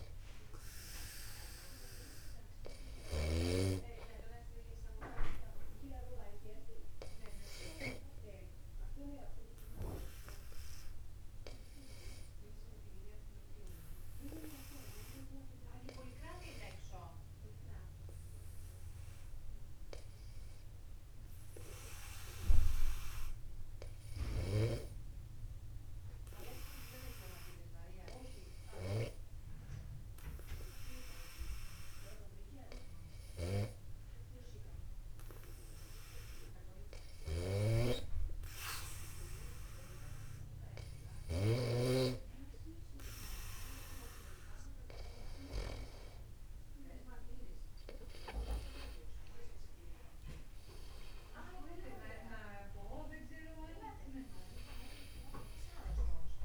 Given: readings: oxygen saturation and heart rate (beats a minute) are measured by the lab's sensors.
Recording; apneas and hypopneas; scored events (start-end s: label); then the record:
breathing in sleep by a room microphone; 1
0.00-3.50 s: arousal
0.00-4.00 s: snoring (device-marked)
7.50-37.00 s: obstructive apnea (oxygen 96% before, 94% lowest, heart rate 51 before, 50 extreme, up 1 after)
38.00-42.50 s: snoring (device-marked)
44.50-49.00 s: arousal
From the record:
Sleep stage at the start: N2 (light sleep); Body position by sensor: upright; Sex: male